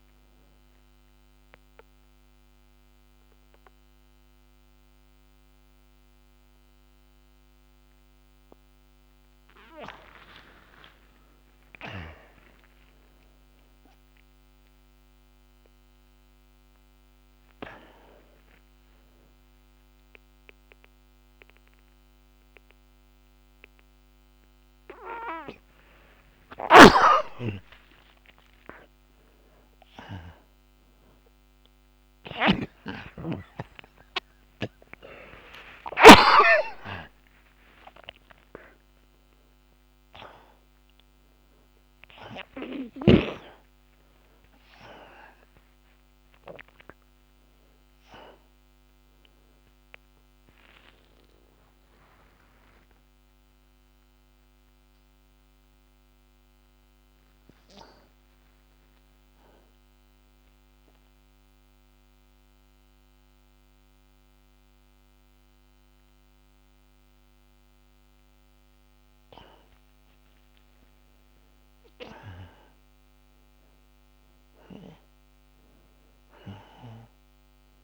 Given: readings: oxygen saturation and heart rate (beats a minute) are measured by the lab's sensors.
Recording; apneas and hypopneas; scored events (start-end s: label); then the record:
a person partly awake in a sleep study, by a microphone on the trachea; 2
0.00-17.50 s: oxygen desaturation (device-marked, oxygen 81% lowest)
1.00-11.00 s: central apnea (oxygen 98% before, 81% lowest)
23.50-53.50 s: new sleep stage, awake
27.00-37.00 s: snoring (device-marked)
27.50-39.50 s: oxygen desaturation (device-marked, oxygen 96% before, 91% lowest)
53.50-77.84 s: new sleep stage, N1 (lightest sleep)
60.50-70.50 s: central apnea (oxygen 98% before, 85% lowest)
71.50-74.50 s: arousal
72.50-77.84 s: oxygen desaturation (device-marked, oxygen 98% before, 85% lowest)
From the record:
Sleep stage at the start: N1 (lightest sleep); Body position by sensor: on the back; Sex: male